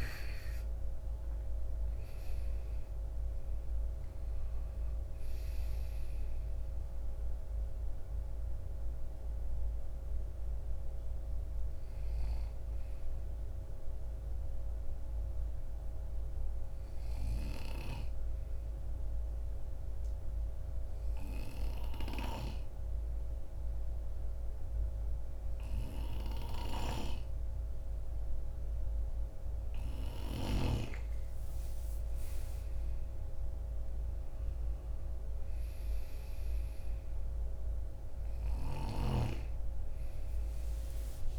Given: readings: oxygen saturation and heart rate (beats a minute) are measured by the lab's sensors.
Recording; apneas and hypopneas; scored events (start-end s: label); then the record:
breathing in sleep by a room microphone; 1
0.00-29.50 s: oxygen desaturation (device-marked, oxygen 87% lowest)
17.00-29.00 s: obstructive apnea (oxygen 94% before, 87% lowest)
31.00-35.50 s: arousal
From the record:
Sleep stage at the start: N2 (light sleep); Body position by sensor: on the right side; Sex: male